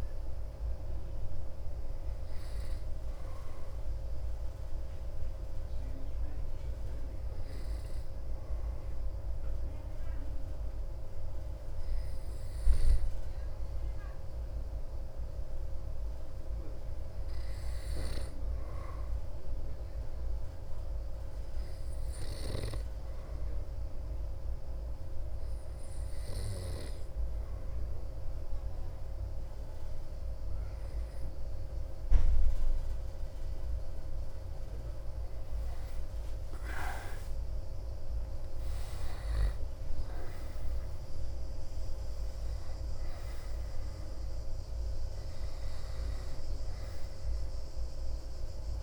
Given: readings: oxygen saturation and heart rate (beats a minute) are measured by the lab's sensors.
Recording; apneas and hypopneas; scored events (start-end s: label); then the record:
breathing in sleep, hard to hear, by a room microphone; 1
2.00-32.00 s: hypopnea (oxygen 97% before, 91% lowest)
From the record:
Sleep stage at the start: N2 (light sleep); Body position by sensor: on the back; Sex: male